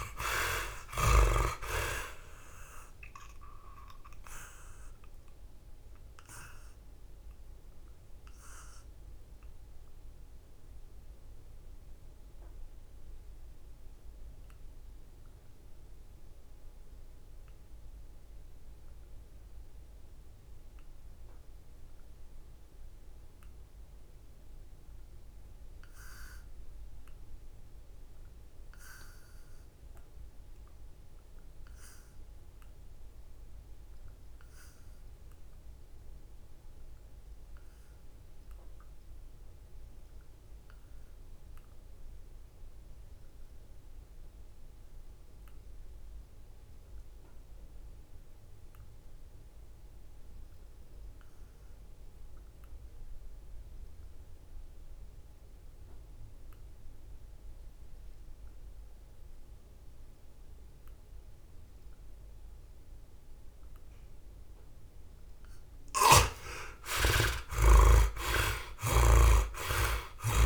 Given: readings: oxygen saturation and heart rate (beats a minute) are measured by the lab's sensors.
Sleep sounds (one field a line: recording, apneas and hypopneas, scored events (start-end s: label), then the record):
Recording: breathing in sleep by a room microphone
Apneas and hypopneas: 1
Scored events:
0.00-1.00 s: arousal
0.00-1.00 s: snoring (device-marked)
0.00-9.00 s: oxygen desaturation (device-marked, oxygen 62% lowest, heart rate 58 extreme)
4.00-62.00 s: obstructive apnea (oxygen 89% before, 46% lowest, heart rate 74 before, 58 extreme, up 3 after)
11.00-26.00 s: oxygen desaturation (device-marked, oxygen 67% before, 54% lowest, heart rate 78 before, 58 extreme)
38.00-70.46 s: oxygen desaturation (device-marked, oxygen 78% before, 46% lowest, heart rate 63 before, 67 extreme)
66.50-70.00 s: arousal
68.00-70.46 s: snoring (device-marked)
From the record:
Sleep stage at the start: N2 (light sleep)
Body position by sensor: on the back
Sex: male